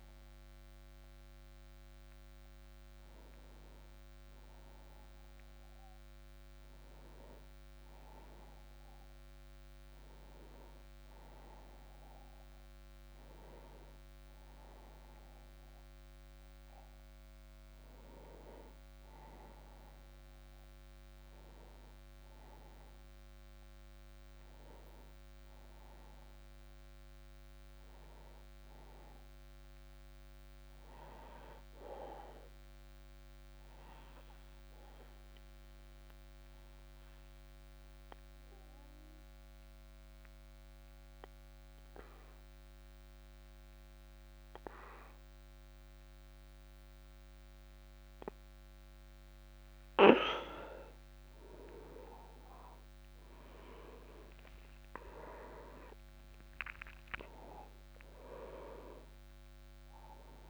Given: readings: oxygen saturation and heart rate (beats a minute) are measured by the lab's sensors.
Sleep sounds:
breathing in sleep by a microphone on the trachea; 1
17.00-60.50 s: new sleep stage, N2 (light sleep)
35.00-49.00 s: obstructive apnea (oxygen 98% before, 92% lowest)
51.50-55.00 s: arousal
55.00-60.50 s: oxygen desaturation (device-marked, oxygen 97% before, 92% lowest)
From the record:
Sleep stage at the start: N1 (lightest sleep); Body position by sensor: on the back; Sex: male

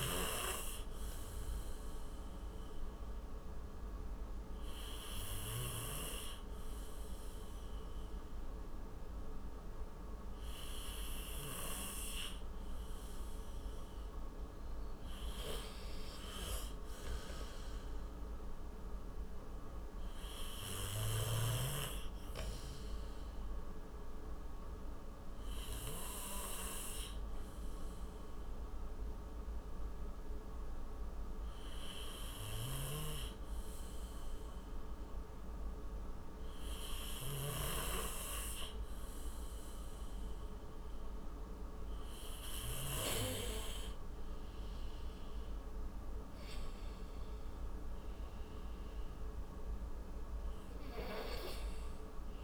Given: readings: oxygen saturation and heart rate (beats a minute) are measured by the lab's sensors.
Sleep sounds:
breathing in sleep by a room microphone; 2
0.50-13.50 s: obstructive apnea (oxygen 95% before, 91% lowest, heart rate 62 before, 56 extreme, up 13 after)
15.00-18.50 s: arousal
22.50-42.00 s: obstructive apnea (oxygen 95% before, 91% lowest, heart rate 65 before, 54 extreme, up 20 after)
45.00-47.50 s: arousal
From the record:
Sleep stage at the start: N2 (light sleep); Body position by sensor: on the right side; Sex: male

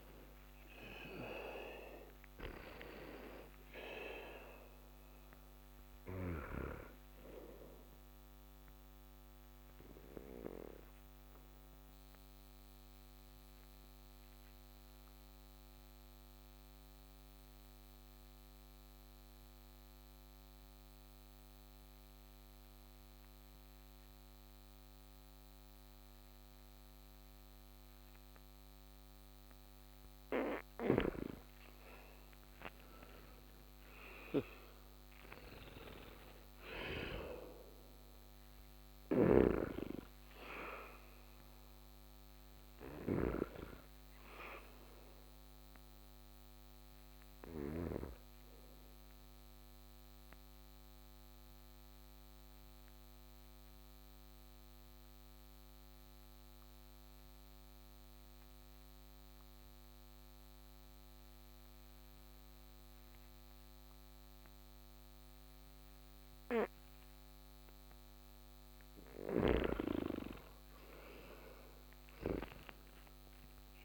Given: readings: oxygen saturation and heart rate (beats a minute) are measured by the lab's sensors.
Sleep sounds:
breathing in sleep by a microphone on the trachea; 2
0.50-25.50 s: oxygen desaturation (device-marked, oxygen 98% before, 85% lowest)
8.50-29.50 s: obstructive apnea (oxygen 98% before, 85% lowest)
30.50-48.00 s: snoring (device-marked)
34.50-39.00 s: arousal
42.50-63.50 s: oxygen desaturation (device-marked, oxygen 96% before, 86% lowest)
47.50-67.00 s: obstructive apnea (oxygen 97% before, 86% lowest)
69.00-72.50 s: snoring (device-marked)
70.00-73.00 s: arousal
72.50-73.85 s: oxygen desaturation (device-marked, oxygen 98% before, 86% lowest)
From the record:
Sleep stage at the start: N2 (light sleep); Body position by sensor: on the back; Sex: male

